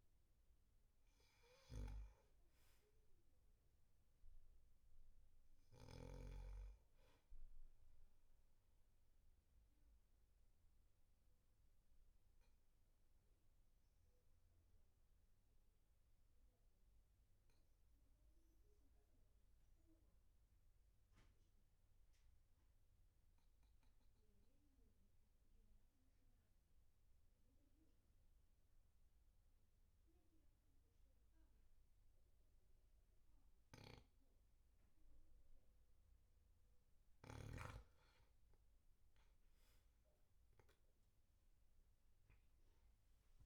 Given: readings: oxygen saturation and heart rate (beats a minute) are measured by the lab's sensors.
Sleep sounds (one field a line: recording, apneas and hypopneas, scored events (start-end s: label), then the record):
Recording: breathing in sleep, hard to hear, by a room microphone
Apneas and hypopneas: 1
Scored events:
9.00-37.00 s: obstructive apnea (oxygen 99% before, 95% lowest, heart rate 47 before, 38 extreme, up 3 after)
41.00-43.46 s: arousal
From the record:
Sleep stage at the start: N2 (light sleep)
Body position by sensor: on the back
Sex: male